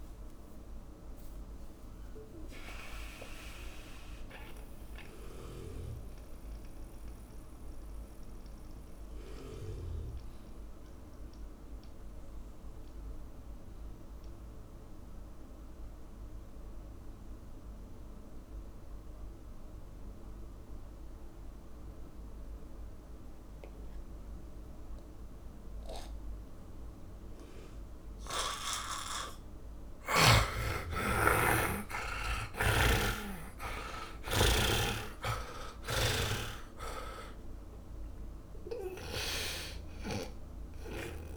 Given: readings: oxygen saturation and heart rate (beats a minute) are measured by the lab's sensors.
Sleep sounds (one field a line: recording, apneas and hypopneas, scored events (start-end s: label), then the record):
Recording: breathing in sleep by a room microphone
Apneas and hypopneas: 1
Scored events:
0.00-18.00 s: oxygen desaturation (device-marked, oxygen 100% before, 79% lowest)
5.50-30.00 s: mixed apnea (oxygen 100% before, 79% lowest)
31.00-35.50 s: arousal
35.00-41.37 s: snoring (device-marked)
40.00-41.37 s: oxygen desaturation (device-marked, oxygen 98% before, 81% lowest)
From the record:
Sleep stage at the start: N2 (light sleep)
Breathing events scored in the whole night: 322 in 4.2 hours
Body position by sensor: on the back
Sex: male